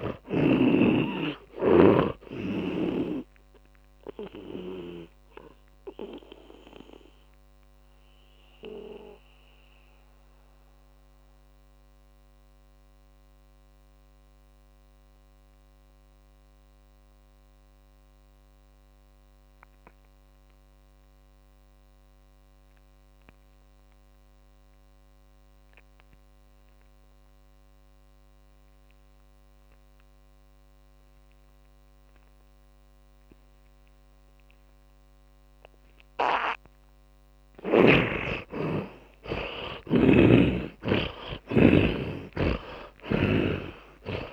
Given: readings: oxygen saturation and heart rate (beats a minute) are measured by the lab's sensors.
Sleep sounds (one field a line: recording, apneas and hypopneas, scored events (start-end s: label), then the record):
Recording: breathing in sleep by a microphone on the trachea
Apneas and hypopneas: 1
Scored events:
0.00-1.00 s: arousal
0.00-2.50 s: snoring (device-marked)
0.00-21.00 s: oxygen desaturation (device-marked, oxygen 83% lowest)
5.00-36.50 s: mixed apnea (oxygen 100% before, 80% lowest)
33.00-44.33 s: oxygen desaturation (device-marked, oxygen 100% before, 80% lowest)
39.00-43.00 s: arousal
43.00-44.33 s: snoring (device-marked)
From the record:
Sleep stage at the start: N2 (light sleep)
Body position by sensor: on the back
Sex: male